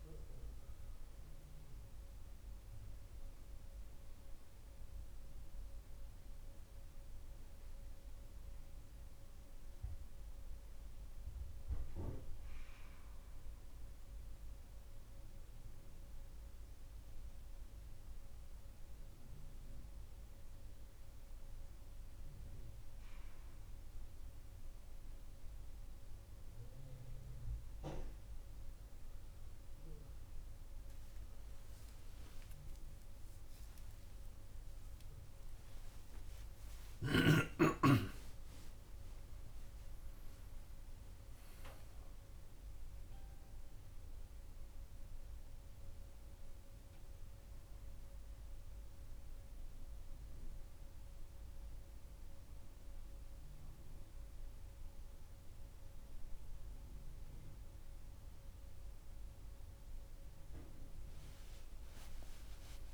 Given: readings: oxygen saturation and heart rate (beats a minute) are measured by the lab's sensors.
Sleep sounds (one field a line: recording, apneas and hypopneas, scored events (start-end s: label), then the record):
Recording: breathing in sleep, hard to hear, by a room microphone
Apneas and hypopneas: none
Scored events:
25.00-62.94 s: new sleep stage, N1 (lightest sleep)
32.00-38.00 s: arousal
61.00-62.94 s: arousal
From the record:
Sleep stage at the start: N2 (light sleep)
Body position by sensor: on the back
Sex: male